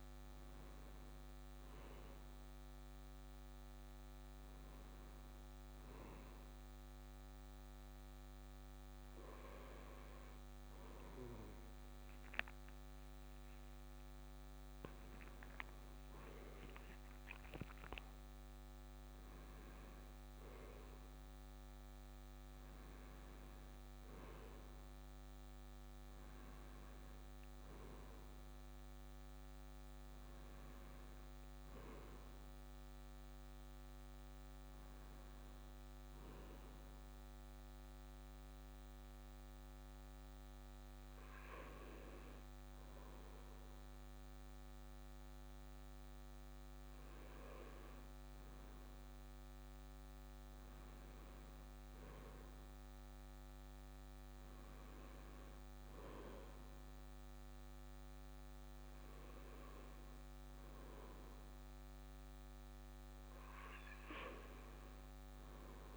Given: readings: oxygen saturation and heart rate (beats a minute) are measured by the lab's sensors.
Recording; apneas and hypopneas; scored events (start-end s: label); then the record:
breathing in sleep by a microphone on the trachea; 2
0.00-2.00 s: arousal
4.50-15.00 s: hypopnea (oxygen 98% before, 94% lowest, heart rate 68 before, 61 extreme, up 5 after)
13.50-26.50 s: oxygen desaturation (device-marked, oxygen 98% before, 94% lowest, heart rate 64 before, 59 extreme)
14.50-65.97 s: new sleep stage, N2 (light sleep)
18.00-22.00 s: arousal
37.50-49.50 s: hypopnea (oxygen 97% before, 94% lowest, heart rate 64 before, 59 extreme, up 5 after)
51.00-55.00 s: arousal
From the record:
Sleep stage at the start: N1 (lightest sleep); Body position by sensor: on the right side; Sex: male